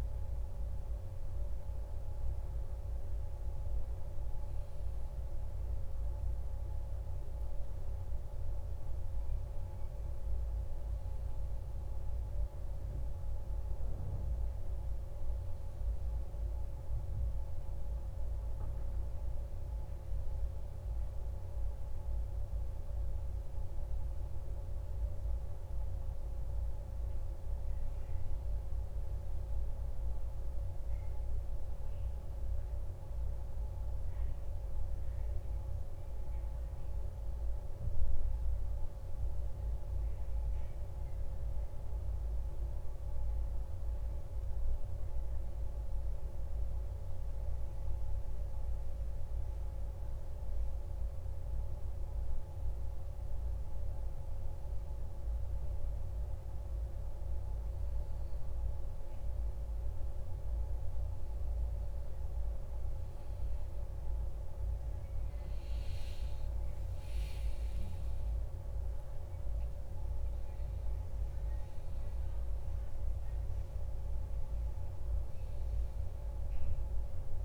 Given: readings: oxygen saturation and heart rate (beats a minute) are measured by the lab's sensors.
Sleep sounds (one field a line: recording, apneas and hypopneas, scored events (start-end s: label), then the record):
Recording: breathing in sleep, hard to hear, by a room microphone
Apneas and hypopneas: 1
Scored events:
4.00-8.00 s: arousal
36.50-61.50 s: obstructive apnea (oxygen 98% before, 93% lowest, heart rate 55 before, 48 extreme, up 17 after)
58.50-77.45 s: oxygen desaturation (device-marked, oxygen 97% before, 93% lowest, heart rate 52 before, 50 extreme)
From the record:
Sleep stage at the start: N1 (lightest sleep)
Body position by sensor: on the back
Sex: male